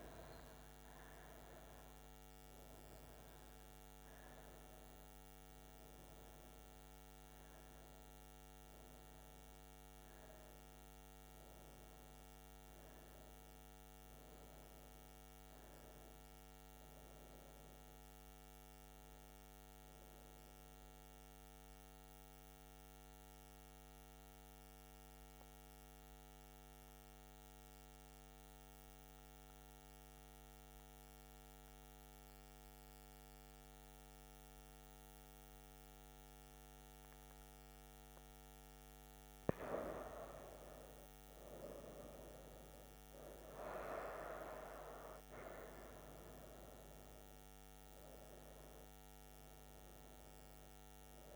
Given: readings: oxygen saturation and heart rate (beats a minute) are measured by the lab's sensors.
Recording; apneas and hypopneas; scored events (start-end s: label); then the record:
a person partly awake in a sleep study, by a microphone on the trachea; 1
0.00-8.50 s: oxygen desaturation (device-marked, oxygen 90% lowest, heart rate 64 extreme)
2.50-51.36 s: new sleep stage, N2 (light sleep)
21.00-38.50 s: mixed apnea (oxygen 100% before, 92% lowest, heart rate 83 before, 62 extreme, up 10 after)
34.50-51.36 s: oxygen desaturation (device-marked, oxygen 98% before, 92% lowest, heart rate 69 before, 61 extreme)
40.00-44.50 s: arousal
From the record:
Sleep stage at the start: awake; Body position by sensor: on the front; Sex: female